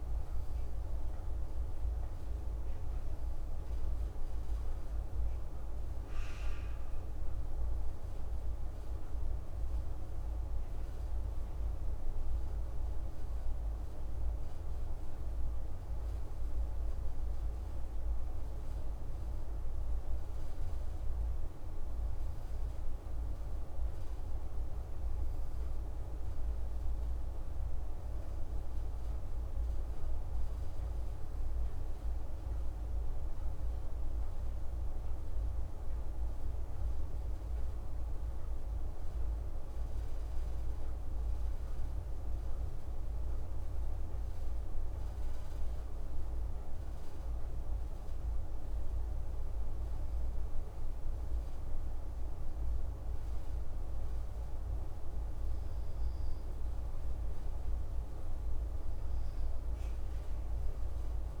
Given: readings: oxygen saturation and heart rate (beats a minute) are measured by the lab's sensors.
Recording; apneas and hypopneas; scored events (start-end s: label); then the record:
breathing in sleep, hard to hear, by a room microphone; none
34.00-61.40 s: new sleep stage, N2 (light sleep)
From the record:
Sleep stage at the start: N1 (lightest sleep); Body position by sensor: on the back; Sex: male